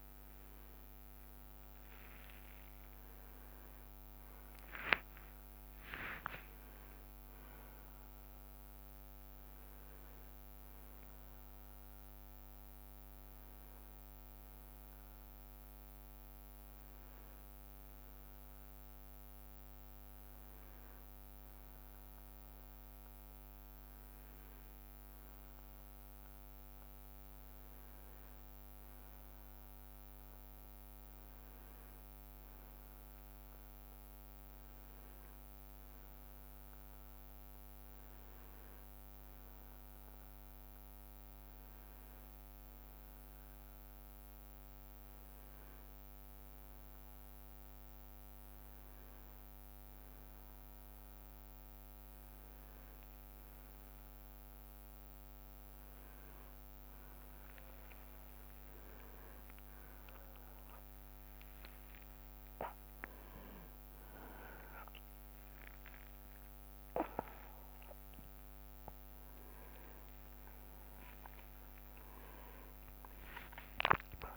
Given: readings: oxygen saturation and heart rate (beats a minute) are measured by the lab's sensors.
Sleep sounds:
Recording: a person partly awake in a sleep study, hard to hear, by a microphone on the trachea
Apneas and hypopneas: none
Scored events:
2.00-9.00 s: leg movement (device-marked)
4.50-64.50 s: new sleep stage, N1 (lightest sleep)
13.50-17.00 s: leg movement (device-marked)
21.50-24.00 s: leg movement (device-marked)
29.50-33.00 s: leg movement (device-marked)
34.00-38.50 s: leg movement (device-marked)
64.50-74.37 s: new sleep stage, awake
From the record:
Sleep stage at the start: awake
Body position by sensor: on the right side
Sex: male

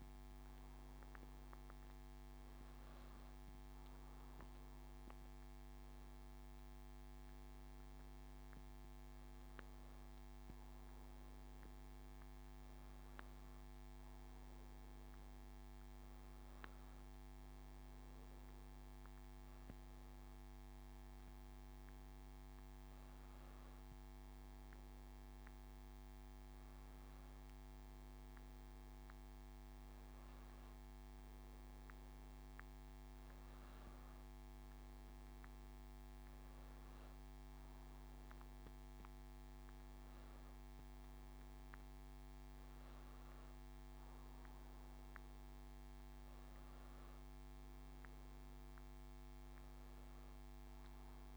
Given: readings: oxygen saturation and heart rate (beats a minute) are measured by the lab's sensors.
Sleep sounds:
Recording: breathing in sleep, hard to hear, by a microphone on the trachea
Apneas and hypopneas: none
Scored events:
none scored
From the record:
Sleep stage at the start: N1 (lightest sleep)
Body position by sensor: on the back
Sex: male

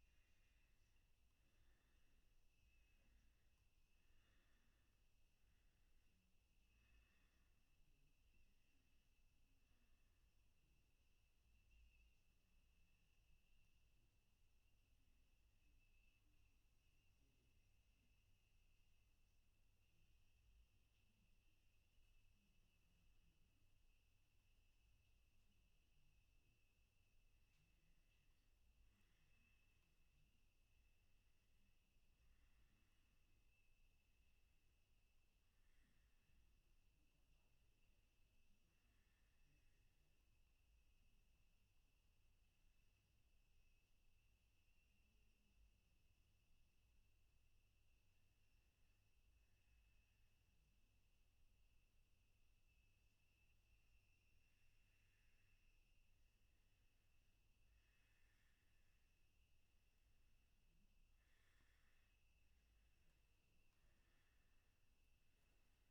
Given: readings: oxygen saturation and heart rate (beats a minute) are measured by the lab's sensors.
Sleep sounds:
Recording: breathing in sleep, hard to hear, by a room microphone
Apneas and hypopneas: 1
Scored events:
37.50-49.50 s: obstructive apnea (oxygen 96% before, 93% lowest, heart rate 63 before, 62 extreme, up 1 after)
From the record:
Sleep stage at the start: N1 (lightest sleep)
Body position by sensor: on the back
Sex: male

